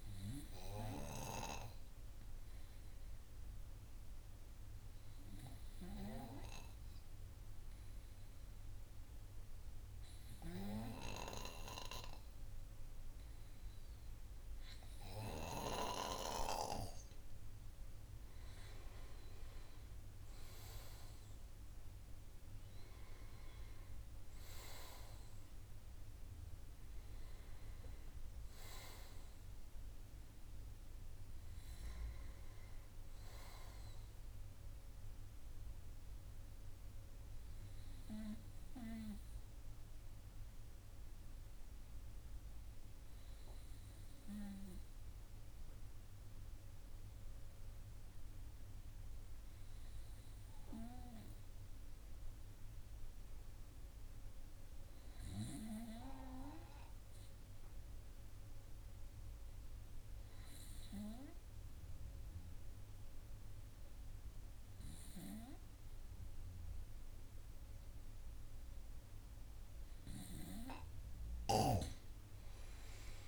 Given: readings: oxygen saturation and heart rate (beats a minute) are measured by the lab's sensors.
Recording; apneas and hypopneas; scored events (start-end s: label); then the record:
breathing in sleep by a room microphone; 2
2.50-16.00 s: hypopnea (oxygen 98% before, 95% lowest, heart rate 62 before, 51 extreme, up 15 after)
18.50-22.50 s: arousal
40.50-69.00 s: hypopnea (oxygen 98% before, 94% lowest, heart rate 57 before, 51 extreme, up 28 after)
From the record:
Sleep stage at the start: N2 (light sleep); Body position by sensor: on the right side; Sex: male